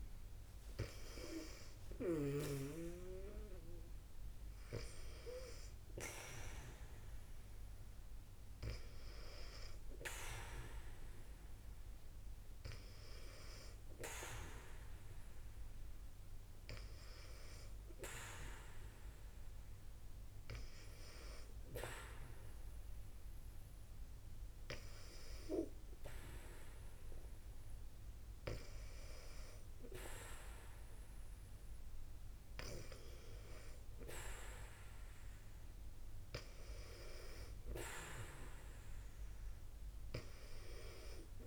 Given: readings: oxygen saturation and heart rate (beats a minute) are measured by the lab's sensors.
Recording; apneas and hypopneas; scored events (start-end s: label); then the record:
breathing in sleep by a room microphone; none
39.00-41.47 s: oxygen desaturation (device-marked, oxygen 95% before, 92% lowest, heart rate 62 before, 59 extreme)
From the record:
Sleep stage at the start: N2 (light sleep); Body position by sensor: on the back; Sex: female